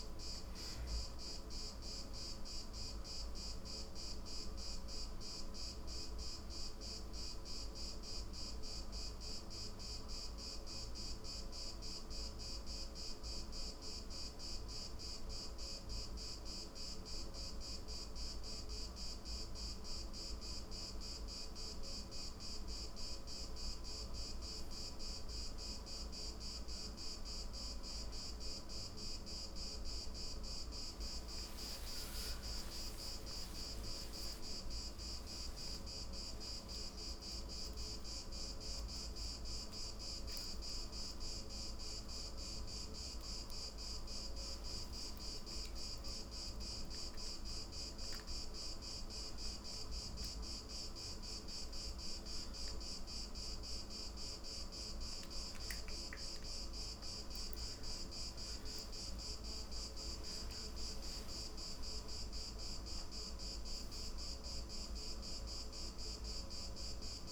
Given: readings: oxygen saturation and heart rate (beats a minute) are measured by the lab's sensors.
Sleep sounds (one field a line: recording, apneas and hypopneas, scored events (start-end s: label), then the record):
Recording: a person awake in a sleep study, hard to hear, by a room microphone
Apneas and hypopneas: none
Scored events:
28.50-67.32 s: new sleep stage, awake
From the record:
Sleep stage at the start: N1 (lightest sleep)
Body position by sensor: on the back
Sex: female